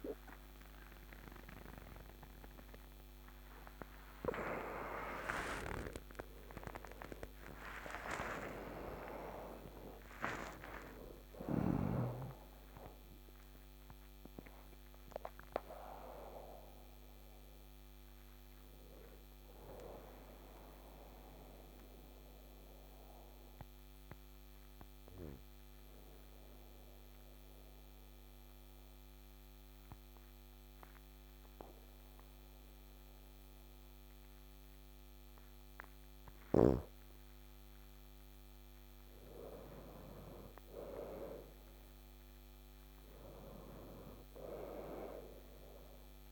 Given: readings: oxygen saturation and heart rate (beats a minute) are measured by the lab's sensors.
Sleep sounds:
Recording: breathing in sleep by a microphone on the trachea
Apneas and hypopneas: 1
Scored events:
0.00-4.50 s: arousal
0.00-21.50 s: oxygen desaturation (device-marked, oxygen 91% lowest, heart rate 53 extreme)
20.00-36.00 s: obstructive apnea (oxygen 97% before, 93% lowest, heart rate 78 before, 52 extreme, up 7 after)
27.50-46.32 s: new sleep stage, N2 (light sleep)
39.00-44.00 s: arousal
39.50-46.32 s: oxygen desaturation (device-marked, oxygen 100% before, 94% lowest, heart rate 57 before, 51 extreme)
From the record:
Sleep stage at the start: N1 (lightest sleep)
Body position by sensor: on the back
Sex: male

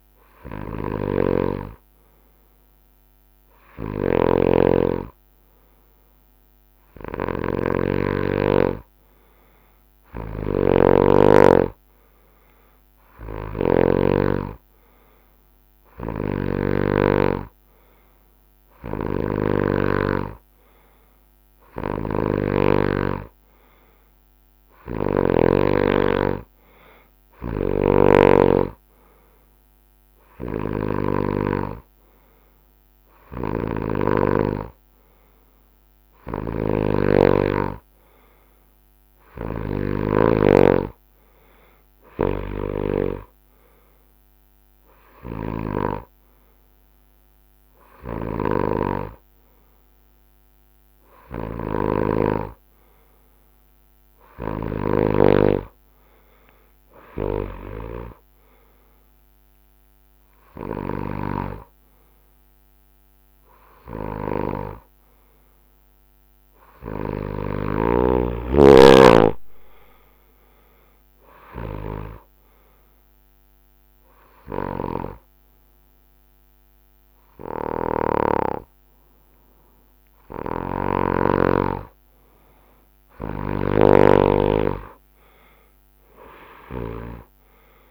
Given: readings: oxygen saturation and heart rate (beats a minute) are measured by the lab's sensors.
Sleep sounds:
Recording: breathing in sleep by a microphone on the trachea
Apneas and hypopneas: 1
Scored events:
0.00-1.50 s: drop in pulse transit time (device-marked, heart rate 76 extreme)
0.00-16.50 s: snoring (device-marked)
18.50-28.00 s: snoring (device-marked)
25.50-34.50 s: drop in pulse transit time (device-marked, heart rate 71 before, 72 extreme)
30.00-55.00 s: snoring (device-marked)
70.50-79.50 s: drop in pulse transit time (device-marked, heart rate 71 before, 70 extreme)
72.50-83.00 s: hypopnea (oxygen 93% before, 93% lowest, heart rate 72 before, 65 extreme, up 13 after)
80.50-84.00 s: snoring (device-marked)
86.00-87.91 s: arousal
From the record:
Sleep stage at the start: N2 (light sleep)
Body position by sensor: on the right side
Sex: male

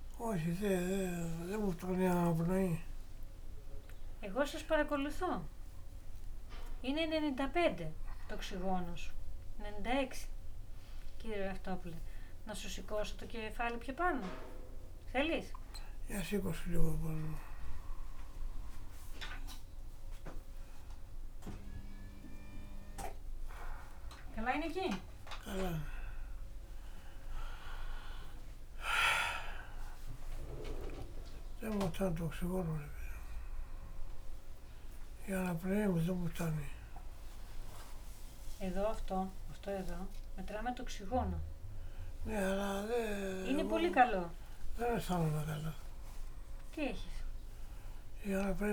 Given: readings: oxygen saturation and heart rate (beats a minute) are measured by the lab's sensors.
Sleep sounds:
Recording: a person awake in a sleep study, by a room microphone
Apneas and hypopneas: none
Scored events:
none scored
From the record:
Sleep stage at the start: awake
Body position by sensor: on the back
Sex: male

